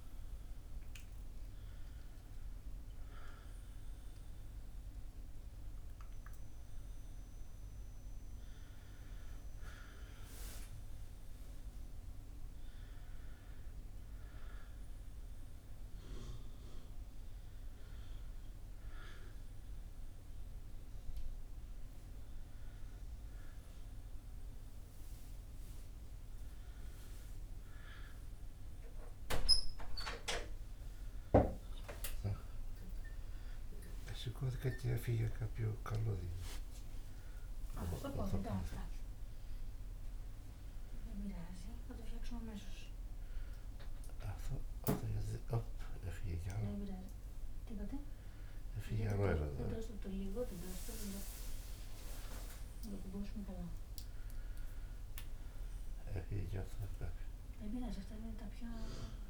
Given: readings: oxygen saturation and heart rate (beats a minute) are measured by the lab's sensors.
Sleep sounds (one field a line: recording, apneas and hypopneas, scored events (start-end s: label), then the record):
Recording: a person awake in a sleep study, by a room microphone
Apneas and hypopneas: none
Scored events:
none scored
From the record:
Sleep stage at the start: awake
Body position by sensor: on the back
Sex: male